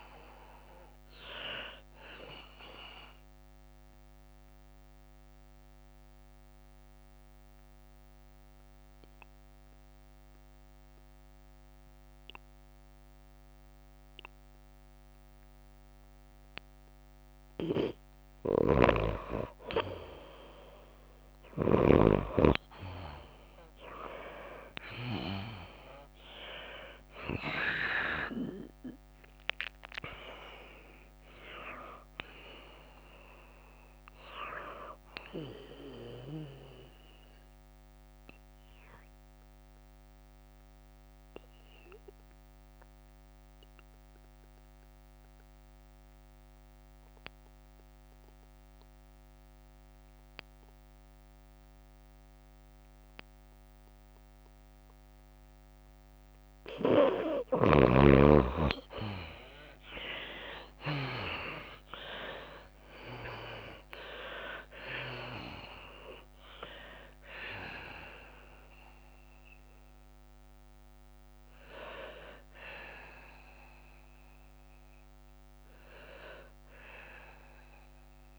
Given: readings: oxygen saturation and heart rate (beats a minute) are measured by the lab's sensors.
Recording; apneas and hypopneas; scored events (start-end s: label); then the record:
breathing in sleep by a microphone on the trachea; 2
0.00-5.50 s: drop in pulse transit time (device-marked, heart rate 99 extreme)
0.00-13.50 s: oxygen desaturation (device-marked, oxygen 81% lowest, heart rate 99 extreme)
0.00-13.50 s: tachycardia (device-marked, heart rate 108 extreme)
3.00-19.00 s: mixed apnea (oxygen 99% before, 81% lowest, heart rate 101 before, 99 extreme, up 3 after)
19.00-22.50 s: snoring (device-marked)
19.50-21.50 s: tachycardia (device-marked, heart rate 98 before, 100 extreme)
22.50-46.50 s: tachycardia (device-marked, heart rate 98 before, 128 extreme)
24.00-29.00 s: arousal
25.50-43.50 s: oxygen desaturation (device-marked, oxygen 98% before, 89% lowest, heart rate 102 before, 99 extreme)
26.50-40.50 s: drop in pulse transit time (device-marked, heart rate 102 before, 103 extreme)
34.50-36.50 s: long interval between heartbeats (device-marked, heart rate 103 before, 126 extreme)
38.50-57.00 s: obstructive apnea (oxygen 99% before, 83% lowest, heart rate 108 before, 99 extreme, up 58 after)
54.50-77.50 s: oxygen desaturation (device-marked, oxygen 96% before, 83% lowest, heart rate 109 before, 101 extreme)
57.50-78.39 s: tachycardia (device-marked, heart rate 102 before, 159 extreme)
60.50-65.00 s: arousal
62.00-64.00 s: long interval between heartbeats (device-marked, heart rate 101 before, 121 extreme)
62.50-72.50 s: drop in pulse transit time (device-marked, heart rate 102 before, 124 extreme)
69.50-71.50 s: long interval between heartbeats (device-marked, heart rate 119 before, 124 extreme)
72.00-74.00 s: long interval between heartbeats (device-marked, heart rate 123 before, 124 extreme)
74.50-78.39 s: drop in pulse transit time (device-marked, heart rate 127 before, 114 extreme)
76.00-78.00 s: long interval between heartbeats (device-marked, heart rate 128 before, 118 extreme)
From the record:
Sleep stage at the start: N2 (light sleep); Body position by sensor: on the left side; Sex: female